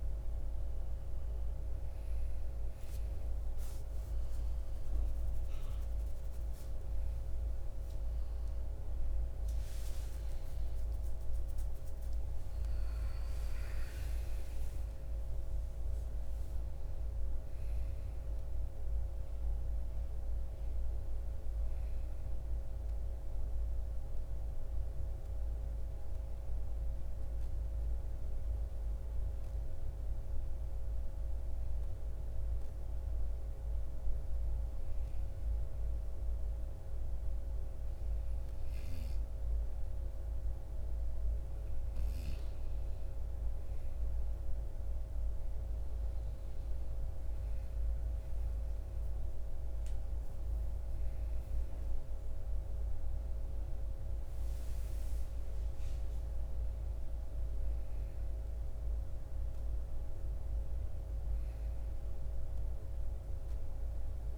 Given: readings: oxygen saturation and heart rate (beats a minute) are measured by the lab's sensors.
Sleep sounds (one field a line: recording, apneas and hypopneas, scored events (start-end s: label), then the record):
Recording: breathing in sleep, hard to hear, by a room microphone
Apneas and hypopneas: 1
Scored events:
0.00-21.00 s: oxygen desaturation (device-marked, oxygen 89% lowest, heart rate 54 extreme)
20.00-24.00 s: arousal
27.00-40.50 s: hypopnea (oxygen 96% before, 90% lowest, heart rate 76 before, 54 extreme, up 8 after)
48.00-52.00 s: arousal
From the record:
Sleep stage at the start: N2 (light sleep)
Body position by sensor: on the right side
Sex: male